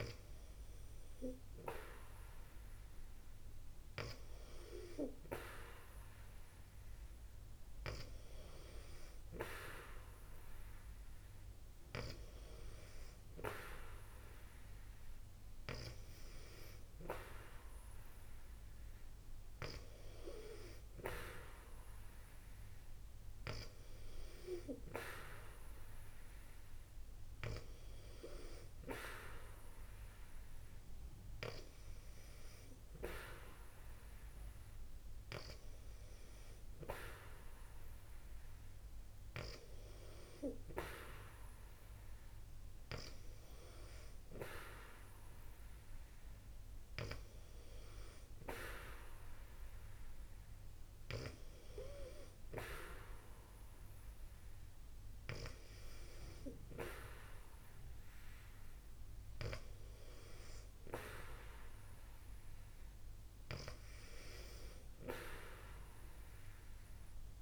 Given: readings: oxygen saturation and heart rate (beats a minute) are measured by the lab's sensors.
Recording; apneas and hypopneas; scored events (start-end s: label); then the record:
breathing in sleep by a room microphone; none
21.00-25.50 s: arousal
From the record:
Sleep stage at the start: N2 (light sleep); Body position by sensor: on the back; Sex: female